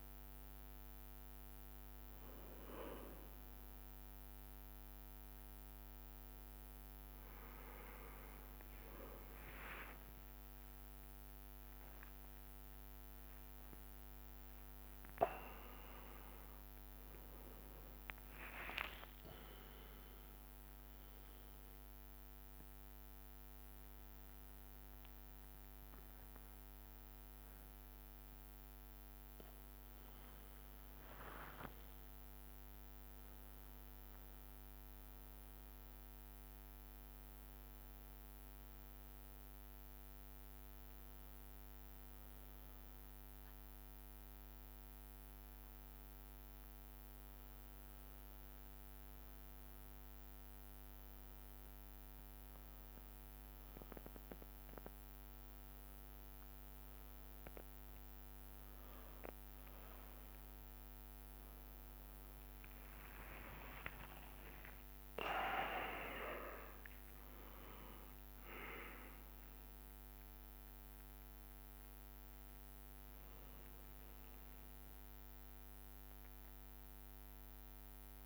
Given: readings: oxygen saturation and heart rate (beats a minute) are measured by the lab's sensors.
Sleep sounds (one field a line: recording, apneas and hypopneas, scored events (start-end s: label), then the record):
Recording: a person awake in a sleep study, by a microphone on the trachea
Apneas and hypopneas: none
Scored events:
2.50-17.50 s: tachycardia (device-marked, heart rate 75 before, 165 extreme)
11.50-13.50 s: long interval between heartbeats (device-marked, heart rate 95 before, 116 extreme)
13.50-15.50 s: long interval between heartbeats (device-marked, heart rate 96 before, 142 extreme)
16.50-25.50 s: oxygen desaturation (device-marked, oxygen 98% before, 94% lowest, heart rate 105 before, 69 extreme)
17.00-19.00 s: long interval between heartbeats (device-marked, heart rate 105 before, 152 extreme)
32.50-47.50 s: drop in pulse transit time (device-marked, heart rate 104 before, 71 extreme)
46.00-48.00 s: long interval between heartbeats (device-marked, heart rate 72 before, 83 extreme)
47.50-55.50 s: tachycardia (device-marked, heart rate 78 before, 158 extreme)
49.50-51.50 s: long interval between heartbeats (device-marked, heart rate 75 before, 99 extreme)
51.50-53.50 s: long interval between heartbeats (device-marked, heart rate 79 before, 141 extreme)
54.00-56.00 s: long interval between heartbeats (device-marked, heart rate 86 before, 147 extreme)
56.50-58.50 s: long interval between heartbeats (device-marked, heart rate 97 before, 117 extreme)
64.50-66.50 s: long interval between heartbeats (device-marked, heart rate 104 before, 82 extreme)
64.50-74.50 s: drop in pulse transit time (device-marked, heart rate 104 before, 75 extreme)
From the record:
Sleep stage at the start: awake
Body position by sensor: on the right side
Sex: male